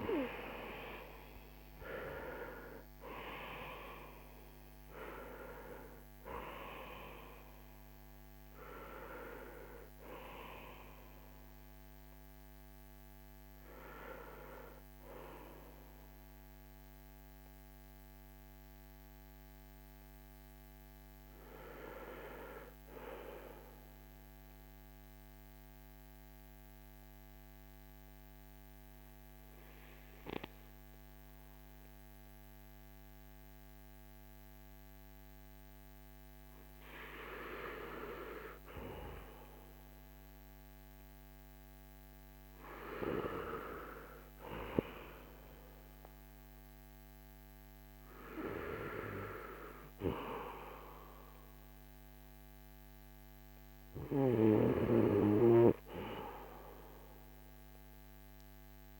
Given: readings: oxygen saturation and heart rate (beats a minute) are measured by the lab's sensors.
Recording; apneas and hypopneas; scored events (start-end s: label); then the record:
breathing in sleep by a microphone on the trachea; 1
0.00-1.00 s: oxygen desaturation (device-marked, oxygen 82% lowest, heart rate 47 extreme)
23.50-37.00 s: mixed apnea (oxygen 83% before, 78% lowest, heart rate 65 before, 51 extreme, up 4 after)
29.00-59.00 s: new sleep stage, N2 (light sleep)
31.00-39.00 s: oxygen desaturation (device-marked, oxygen 82% before, 78% lowest, heart rate 59 before, 51 extreme)
40.00-44.50 s: arousal
From the record:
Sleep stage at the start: N1 (lightest sleep); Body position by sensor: on the back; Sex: male